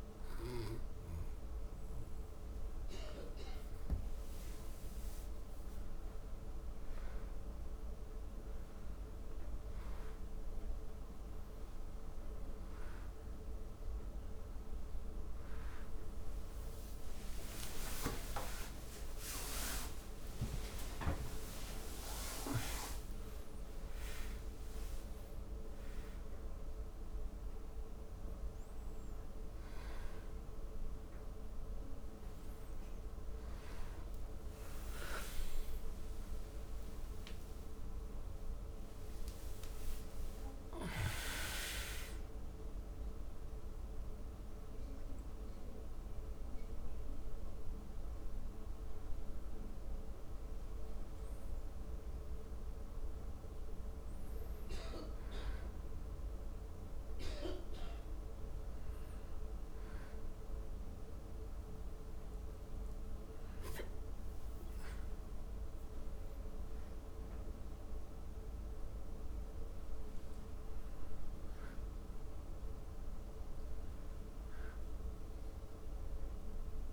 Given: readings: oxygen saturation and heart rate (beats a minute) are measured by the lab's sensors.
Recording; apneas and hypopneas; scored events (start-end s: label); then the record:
a person partly awake in a sleep study, by a room microphone; none
17.00-47.00 s: new sleep stage, awake
17.50-19.50 s: long interval between heartbeats (device-marked, heart rate 81 before, 94 extreme)
39.50-41.50 s: long interval between heartbeats (device-marked, heart rate 95 before, 101 extreme)
47.00-76.93 s: new sleep stage, N2 (light sleep)
62.00-68.00 s: oxygen desaturation (device-marked, oxygen 99% before, 96% lowest, heart rate 89 before, 80 extreme)
From the record:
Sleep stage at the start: N2 (light sleep); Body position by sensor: on the back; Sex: male